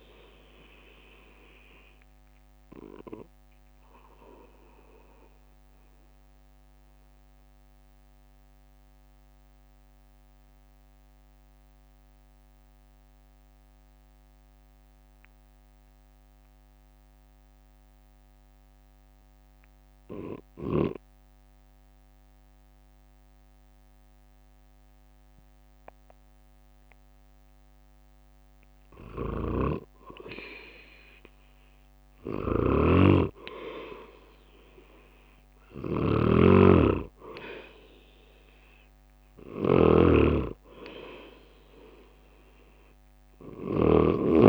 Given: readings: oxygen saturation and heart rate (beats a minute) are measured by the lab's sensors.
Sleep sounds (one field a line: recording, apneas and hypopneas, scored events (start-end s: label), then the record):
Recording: breathing in sleep by a microphone on the trachea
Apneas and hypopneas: 1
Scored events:
0.00-4.00 s: drop in pulse transit time (device-marked, heart rate 56 extreme)
0.00-26.00 s: oxygen desaturation (device-marked, oxygen 83% lowest, heart rate 53 extreme)
5.00-27.50 s: mixed apnea (oxygen 96% before, 83% lowest, heart rate 63 before, 52 extreme, up 5 after)
28.00-44.49 s: drop in pulse transit time (device-marked, heart rate 58 before, 53 extreme)
32.00-44.00 s: snoring (device-marked)
32.50-36.50 s: arousal
From the record:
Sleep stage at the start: REM sleep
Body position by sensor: on the right side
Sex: male